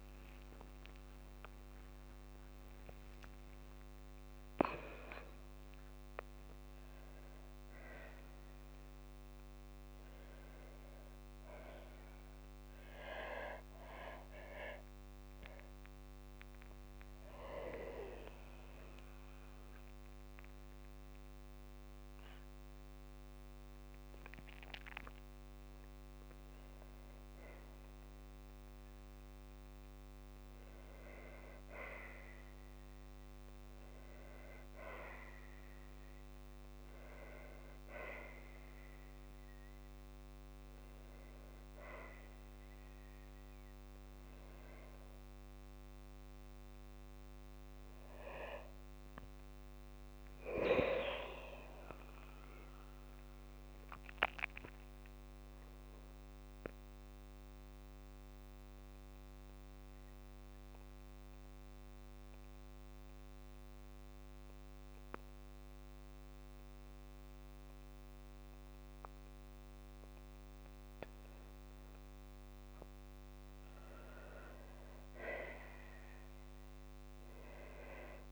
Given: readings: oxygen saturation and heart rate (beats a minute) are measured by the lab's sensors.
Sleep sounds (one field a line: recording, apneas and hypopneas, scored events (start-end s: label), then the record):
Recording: breathing in sleep by a microphone on the trachea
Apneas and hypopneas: 1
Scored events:
0.00-2.00 s: arousal
0.00-2.00 s: long interval between heartbeats (device-marked, heart rate 64 before, 109 extreme)
0.00-5.50 s: tachycardia (device-marked, heart rate 174 extreme)
2.50-4.50 s: long interval between heartbeats (device-marked, heart rate 71 before, 139 extreme)
5.00-7.00 s: long interval between heartbeats (device-marked, heart rate 79 before, 139 extreme)
9.50-11.50 s: long interval between heartbeats (device-marked, heart rate 95 before, 85 extreme)
20.50-22.50 s: long interval between heartbeats (device-marked, heart rate 101 before, 75 extreme)
22.50-24.50 s: long interval between heartbeats (device-marked, heart rate 96 before, 83 extreme)
38.00-40.00 s: long interval between heartbeats (device-marked, heart rate 69 before, 71 extreme)
48.00-50.00 s: long interval between heartbeats (device-marked, heart rate 65 before, 69 extreme)
49.00-53.00 s: arousal
50.00-52.00 s: long interval between heartbeats (device-marked, heart rate 65 before, 76 extreme)
55.50-74.00 s: hypopnea (oxygen 99% before, 94% lowest, heart rate 70 before, 54 extreme, up 5 after)
76.50-78.31 s: arousal
From the record:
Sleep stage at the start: N2 (light sleep)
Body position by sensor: on the back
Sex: female